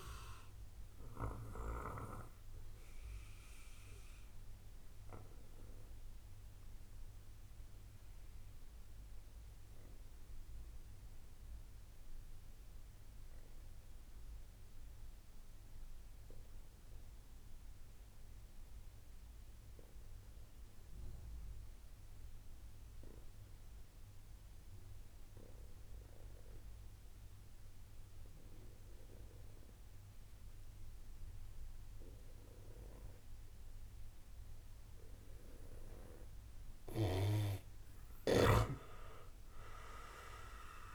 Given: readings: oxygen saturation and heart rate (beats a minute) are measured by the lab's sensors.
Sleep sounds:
breathing in sleep by a room microphone; 1
0.50-36.00 s: obstructive apnea (oxygen 98% before, 92% lowest, heart rate 61 before, 34 extreme, up 9 after)
37.50-40.95 s: arousal
38.00-40.95 s: snoring (device-marked)
From the record:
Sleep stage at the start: N2 (light sleep); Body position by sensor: on the right side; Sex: male

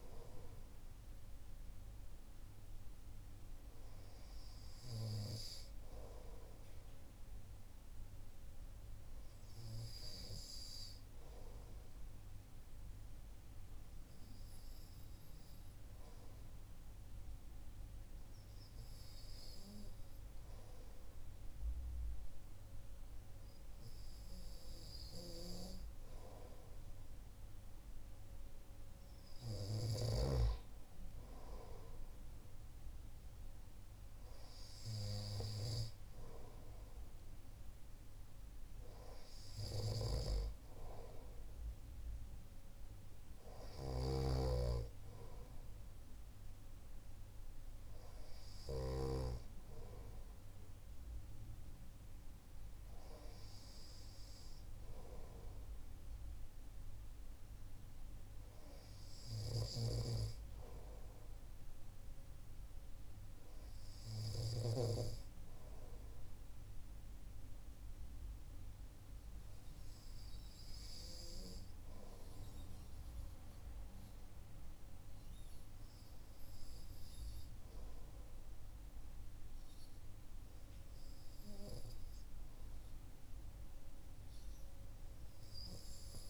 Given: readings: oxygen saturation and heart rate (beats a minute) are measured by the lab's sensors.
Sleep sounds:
breathing in sleep by a room microphone; none
25.00-30.50 s: snoring (device-marked)
39.50-49.00 s: snoring (device-marked)
59.50-64.50 s: snoring (device-marked)
From the record:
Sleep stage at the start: REM sleep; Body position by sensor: on the right side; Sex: male

